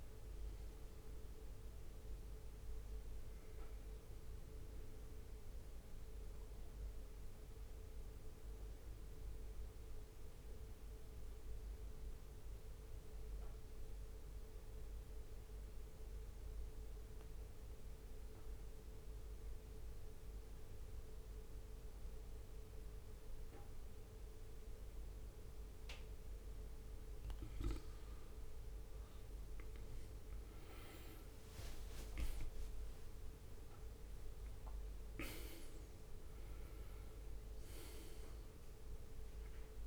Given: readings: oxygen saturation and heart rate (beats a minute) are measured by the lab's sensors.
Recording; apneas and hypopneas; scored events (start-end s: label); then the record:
breathing in sleep, hard to hear, by a room microphone; 1
0.00-16.00 s: oxygen desaturation (device-marked, oxygen 93% lowest, heart rate 64 extreme)
4.00-26.50 s: obstructive apnea (oxygen 97% before, 92% lowest, heart rate 68 before, 64 extreme, up 6 after)
28.00-33.00 s: arousal
31.00-39.87 s: oxygen desaturation (device-marked, oxygen 97% before, 92% lowest, heart rate 65 before, 63 extreme)
31.50-34.00 s: leg movement (device-marked)
From the record:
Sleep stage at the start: N2 (light sleep); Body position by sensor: on the back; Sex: male